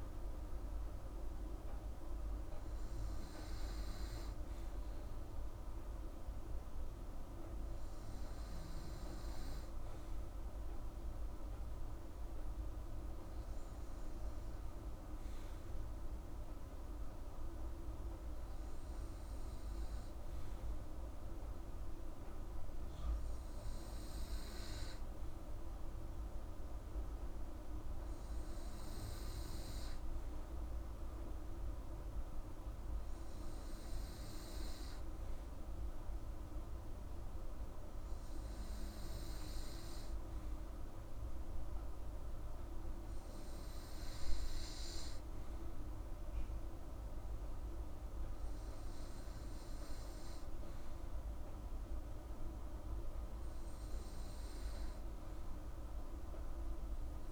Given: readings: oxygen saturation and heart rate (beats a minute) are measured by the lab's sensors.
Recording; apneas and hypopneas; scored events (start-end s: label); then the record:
breathing in sleep, hard to hear, by a room microphone; none
none scored
From the record:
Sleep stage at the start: N2 (light sleep); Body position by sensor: on the right side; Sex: female